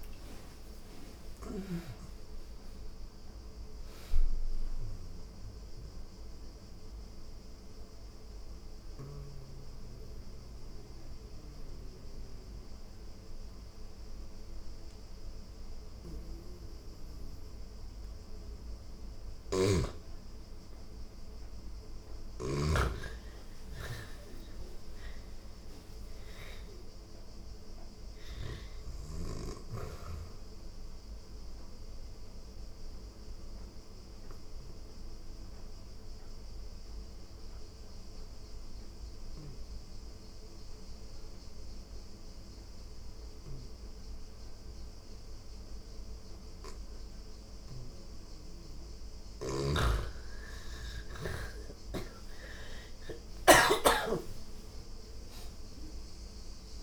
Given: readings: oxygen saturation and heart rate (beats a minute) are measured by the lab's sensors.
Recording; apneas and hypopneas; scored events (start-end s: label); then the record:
breathing in sleep by a room microphone; 2
0.00-1.00 s: snoring (device-marked)
2.50-18.50 s: oxygen desaturation (device-marked, oxygen 97% before, 85% lowest, heart rate 49 before, 28 extreme)
6.00-16.50 s: obstructive apnea (oxygen 98% before, 85% lowest, heart rate 52 before, 28 extreme, up 11 after)
18.50-22.00 s: snoring (device-marked)
20.00-24.50 s: arousal
20.50-42.50 s: oxygen desaturation (device-marked, oxygen 99% before, 87% lowest, heart rate 52 before, 28 extreme)
30.00-47.00 s: obstructive apnea (oxygen 99% before, 86% lowest, heart rate 47 before, 27 extreme, up 45 after)
51.00-55.00 s: arousal
51.50-56.83 s: oxygen desaturation (device-marked, oxygen 99% before, 86% lowest)
From the record:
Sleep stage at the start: N2 (light sleep); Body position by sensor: on the back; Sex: female